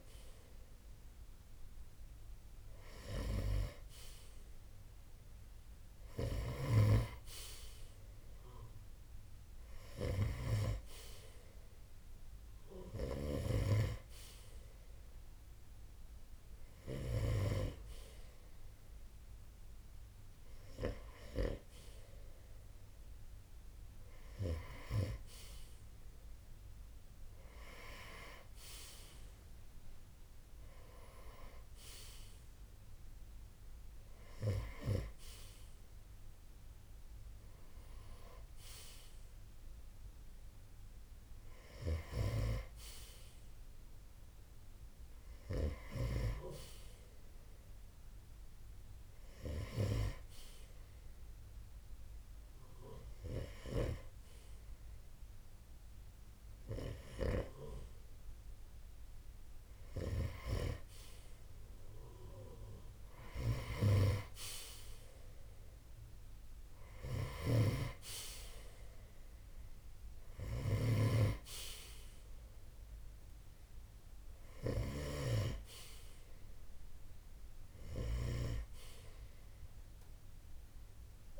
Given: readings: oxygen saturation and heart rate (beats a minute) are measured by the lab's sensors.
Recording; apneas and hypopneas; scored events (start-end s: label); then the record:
breathing in sleep by a room microphone; none
66.50-74.50 s: snoring (device-marked)
From the record:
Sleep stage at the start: N2 (light sleep); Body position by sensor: on the right side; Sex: male